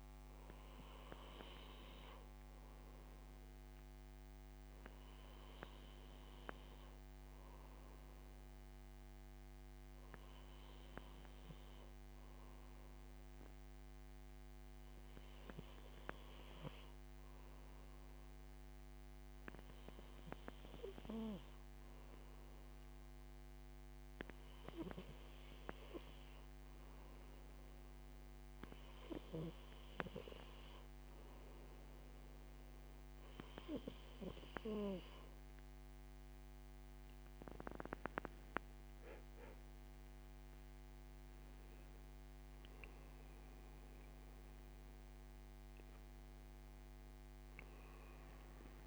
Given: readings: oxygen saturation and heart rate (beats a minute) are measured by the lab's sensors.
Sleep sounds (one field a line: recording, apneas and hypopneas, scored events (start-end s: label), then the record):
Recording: breathing in sleep by a microphone on the trachea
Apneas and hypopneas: none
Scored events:
none scored
From the record:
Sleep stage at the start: N2 (light sleep)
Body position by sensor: on the right side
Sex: male